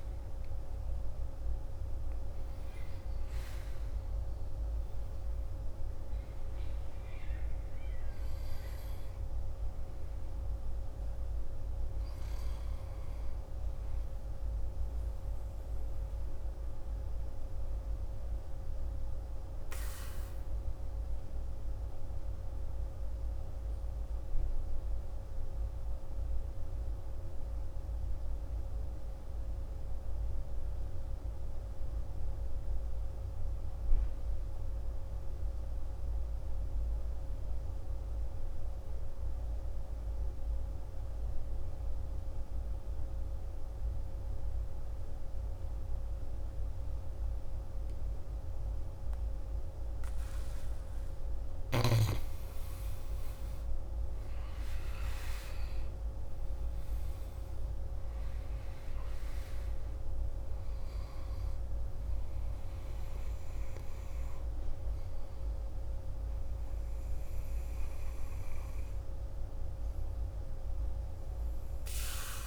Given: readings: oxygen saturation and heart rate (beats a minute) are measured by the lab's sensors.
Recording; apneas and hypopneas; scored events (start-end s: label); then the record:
breathing in sleep, hard to hear, by a room microphone; 1
0.00-22.50 s: oxygen desaturation (device-marked, oxygen 82% lowest, heart rate 51 extreme)
19.50-50.50 s: obstructive apnea (oxygen 94% before, 84% lowest, heart rate 60 before, 52 extreme, up 10 after)
43.50-72.47 s: oxygen desaturation (device-marked, oxygen 99% before, 84% lowest, heart rate 53 before, 52 extreme)
53.00-58.00 s: arousal
From the record:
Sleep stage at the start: N2 (light sleep); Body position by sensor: on the back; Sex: male